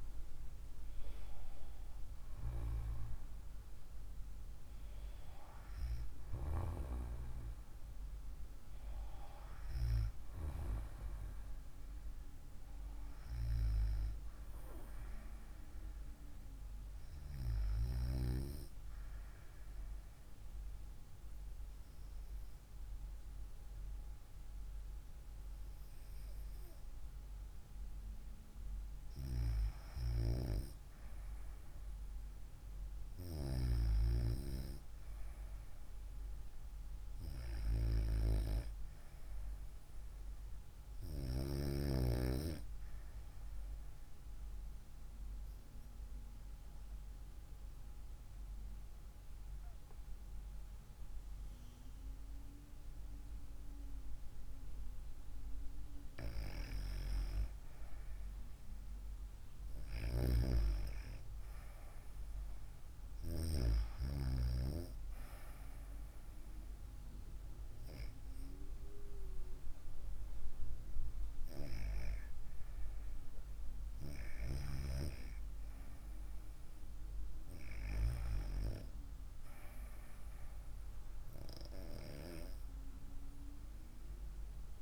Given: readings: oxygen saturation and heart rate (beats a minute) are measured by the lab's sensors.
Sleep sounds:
breathing in sleep by a room microphone; 1
45.00-56.00 s: obstructive apnea (oxygen 96% before, 93% lowest, heart rate 65 before, 62 extreme, up 3 after)
58.50-62.50 s: arousal
From the record:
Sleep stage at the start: REM sleep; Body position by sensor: on the right side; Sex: female

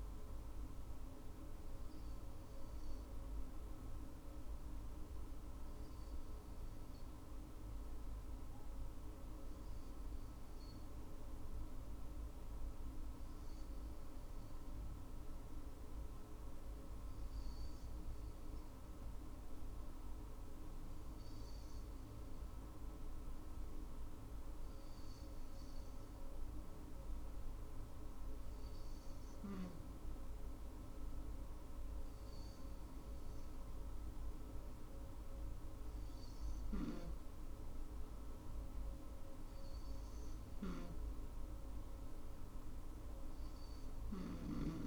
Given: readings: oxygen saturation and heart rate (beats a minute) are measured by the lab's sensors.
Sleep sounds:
breathing in sleep, hard to hear, by a room microphone; none
none scored
From the record:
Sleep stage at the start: N2 (light sleep); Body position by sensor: on the right side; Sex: female

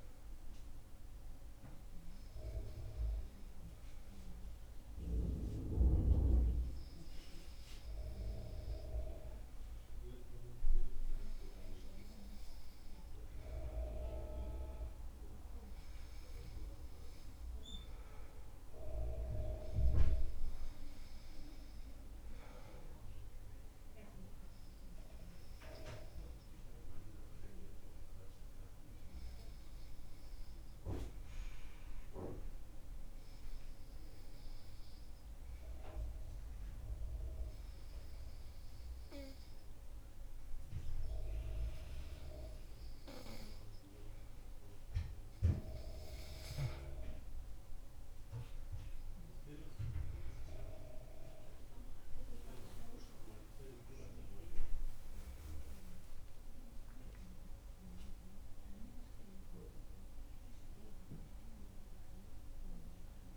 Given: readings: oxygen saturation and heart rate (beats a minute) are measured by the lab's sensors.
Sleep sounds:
breathing in sleep by a room microphone; 1
27.50-44.00 s: obstructive apnea (oxygen 97% before, 93% lowest, heart rate 66 before, 64 extreme, up 9 after)
51.50-58.00 s: arousal
From the record:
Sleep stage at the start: N2 (light sleep); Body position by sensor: on the back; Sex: male

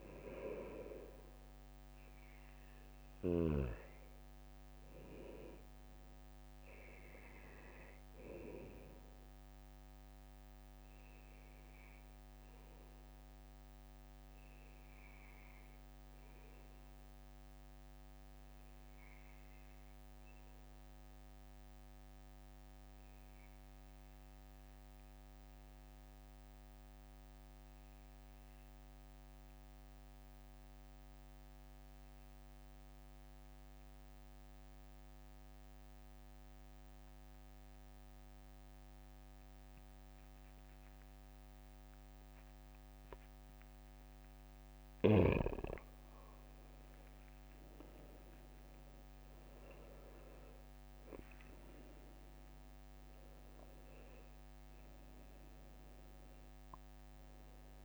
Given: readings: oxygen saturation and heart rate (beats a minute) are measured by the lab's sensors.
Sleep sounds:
breathing in sleep by a microphone on the trachea; 1
0.00-4.50 s: oxygen desaturation (device-marked, oxygen 88% lowest, heart rate 63 extreme)
15.50-44.00 s: obstructive apnea (oxygen 92% before, 91% lowest, heart rate 68 before, 64 extreme, up 4 after)
30.50-32.50 s: leg movement (device-marked)
33.00-35.50 s: leg movement (device-marked)
36.00-38.00 s: leg movement (device-marked)
39.50-57.85 s: oxygen desaturation (device-marked, oxygen 98% before, 93% lowest, heart rate 65 before, 64 extreme)
41.00-43.00 s: leg movement (device-marked)
46.00-50.00 s: leg movement (device-marked)
46.50-51.00 s: arousal
50.50-52.00 s: leg movement (device-marked)
From the record:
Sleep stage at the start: N2 (light sleep); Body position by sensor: on the right side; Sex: male

